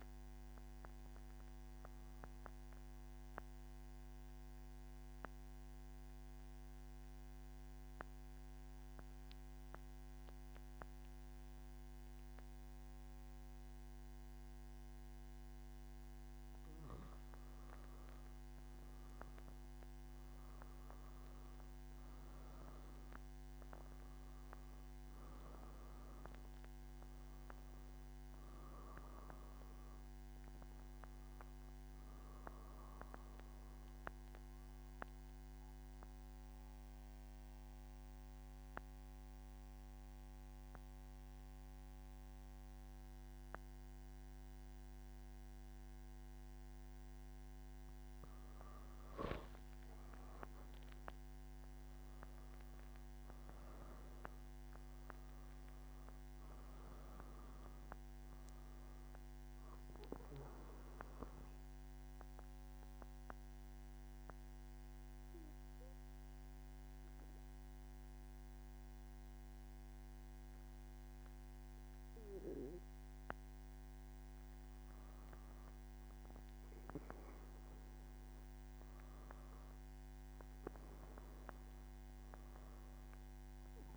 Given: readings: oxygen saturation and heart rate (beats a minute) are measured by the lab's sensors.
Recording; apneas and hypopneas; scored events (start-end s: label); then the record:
breathing in sleep, hard to hear, by a microphone on the trachea; 3
0.00-17.00 s: oxygen desaturation (device-marked, oxygen 91% lowest, heart rate 119 extreme)
3.00-16.50 s: central apnea (oxygen 96% before, 90% lowest, heart rate 124 before, 119 extreme, up 0 after)
29.00-46.00 s: oxygen desaturation (device-marked, oxygen 95% before, 90% lowest, heart rate 124 before, 119 extreme)
33.50-47.50 s: central apnea (oxygen 95% before, 90% lowest, heart rate 123 before, 119 extreme, up 7 after)
61.00-74.50 s: central apnea (oxygen 95% before, 92% lowest, heart rate 127 before, 117 extreme, up 7 after)
From the record:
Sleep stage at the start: N1 (lightest sleep); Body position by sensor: on the back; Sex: male